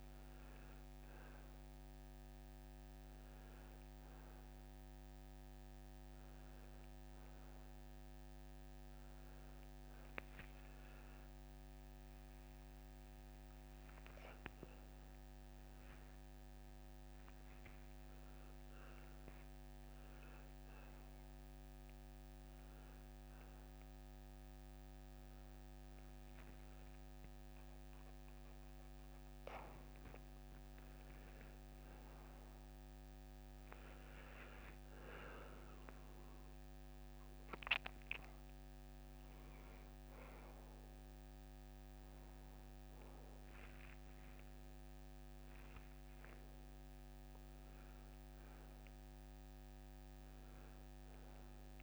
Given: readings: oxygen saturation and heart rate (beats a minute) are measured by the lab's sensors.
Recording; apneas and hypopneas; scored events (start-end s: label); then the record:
a person awake in a sleep study, hard to hear, by a microphone on the trachea; none
none scored
From the record:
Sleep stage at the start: awake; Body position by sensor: on the right side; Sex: male